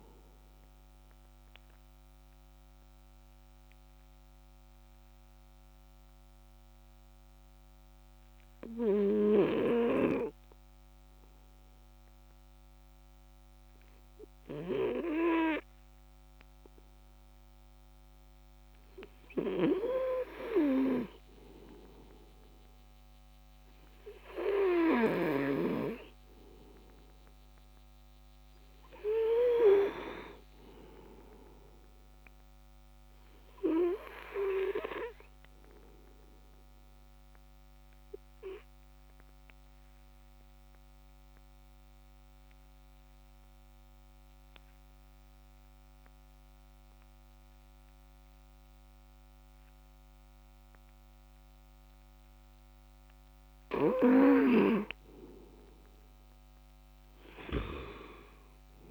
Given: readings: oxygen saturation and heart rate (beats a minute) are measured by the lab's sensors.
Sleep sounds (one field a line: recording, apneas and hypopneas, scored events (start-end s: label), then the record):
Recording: breathing in sleep by a microphone on the trachea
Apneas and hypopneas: 2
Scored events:
0.00-11.00 s: oxygen desaturation (device-marked, oxygen 86% lowest)
0.50-20.50 s: obstructive apnea (oxygen 96% before, 86% lowest)
22.50-28.00 s: arousal
32.50-52.00 s: obstructive apnea (oxygen 100% before, 91% lowest, heart rate 71 before, 57 extreme, up 9 after)
55.00-58.91 s: arousal
57.00-58.91 s: oxygen desaturation (device-marked, oxygen 96% before, 91% lowest, heart rate 63 before, 49 extreme)
From the record:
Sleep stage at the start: N2 (light sleep)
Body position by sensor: on the back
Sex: male